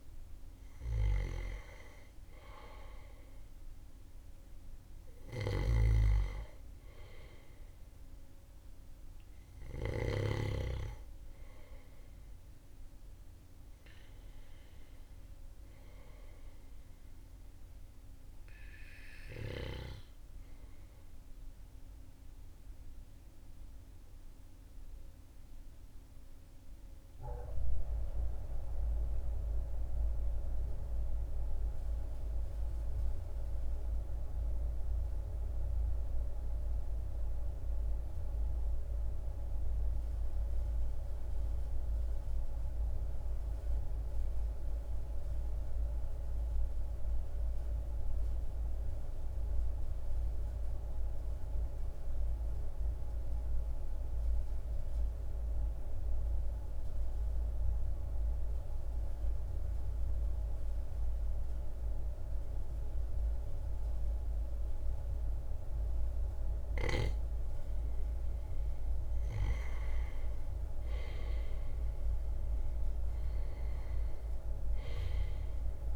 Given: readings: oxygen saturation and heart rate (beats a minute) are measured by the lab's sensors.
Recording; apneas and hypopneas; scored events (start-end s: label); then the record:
breathing in sleep by a room microphone; 1
4.50-9.50 s: snoring (device-marked)
24.00-67.00 s: obstructive apnea (oxygen 98% before, 91% lowest, heart rate 41 before, 39 extreme, up 3 after)
64.00-75.96 s: oxygen desaturation (device-marked, oxygen 98% before, 94% lowest, heart rate 40 before, 39 extreme)
69.00-74.00 s: arousal
From the record:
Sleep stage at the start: N2 (light sleep); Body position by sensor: on the back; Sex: male